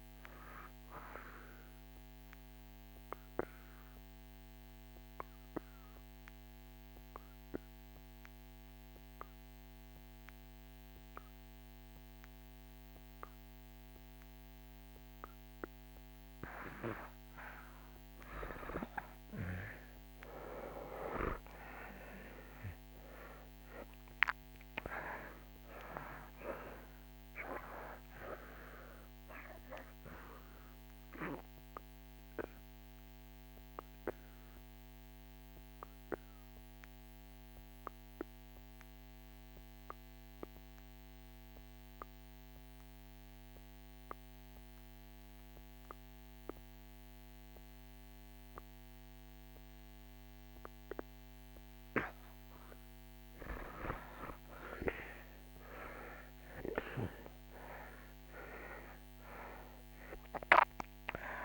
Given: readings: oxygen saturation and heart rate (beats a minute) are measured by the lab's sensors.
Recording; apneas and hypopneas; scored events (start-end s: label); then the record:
breathing in sleep by a microphone on the trachea; 2
0.00-22.50 s: oxygen desaturation (device-marked, oxygen 84% lowest)
2.00-16.50 s: obstructive apnea (oxygen 96% before, 75% lowest)
18.50-22.00 s: arousal
29.00-52.00 s: obstructive apnea (oxygen 95% before, 75% lowest)
29.50-54.50 s: oxygen desaturation (device-marked, oxygen 95% before, 82% lowest)
54.00-60.00 s: arousal
56.50-61.45 s: oxygen desaturation (device-marked, oxygen 95% before, 75% lowest)
From the record:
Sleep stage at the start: N1 (lightest sleep); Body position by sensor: on the back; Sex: male